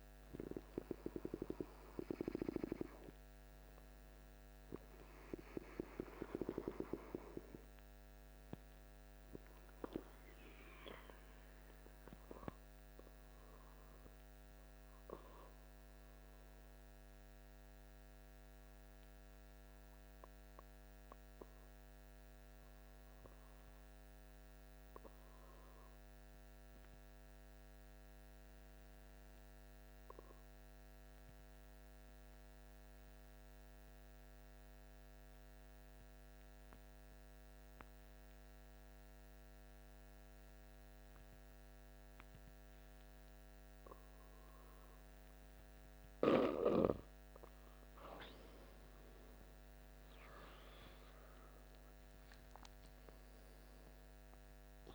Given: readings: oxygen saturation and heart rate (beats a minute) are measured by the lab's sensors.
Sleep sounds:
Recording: breathing in sleep by a microphone on the trachea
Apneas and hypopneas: 1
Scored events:
0.00-18.50 s: oxygen desaturation (device-marked, oxygen 86% lowest, heart rate 51 extreme)
27.00-47.00 s: obstructive apnea (oxygen 99% before, 83% lowest, heart rate 52 before, 50 extreme, up 16 after)
37.50-54.95 s: oxygen desaturation (device-marked, oxygen 98% before, 83% lowest, heart rate 54 before, 50 extreme)
48.50-53.00 s: arousal
From the record:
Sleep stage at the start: N2 (light sleep)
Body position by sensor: on the back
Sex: male

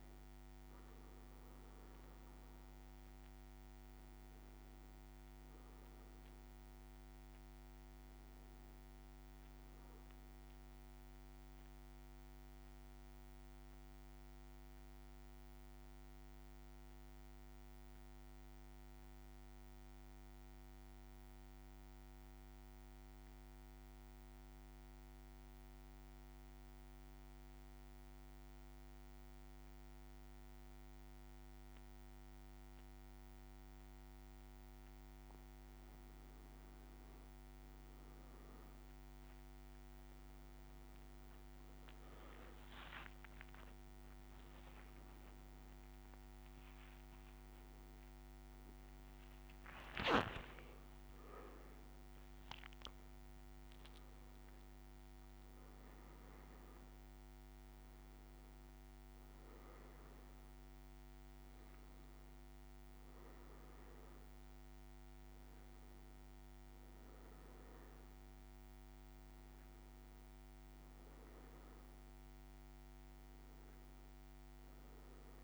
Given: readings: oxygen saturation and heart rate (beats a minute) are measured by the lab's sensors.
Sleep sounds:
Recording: breathing in sleep, hard to hear, by a microphone on the trachea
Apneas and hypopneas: 1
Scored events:
0.00-17.00 s: oxygen desaturation (device-marked, oxygen 95% lowest, heart rate 56 extreme)
11.50-35.00 s: central apnea (oxygen 99% before, 94% lowest, heart rate 58 before, 56 extreme, up 4 after)
38.00-73.00 s: oxygen desaturation (device-marked, oxygen 99% before, 94% lowest, heart rate 57 before, 56 extreme)
41.50-51.00 s: leg movement (device-marked)
42.50-49.00 s: arousal
From the record:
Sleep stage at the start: N2 (light sleep)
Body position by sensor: on the back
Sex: male

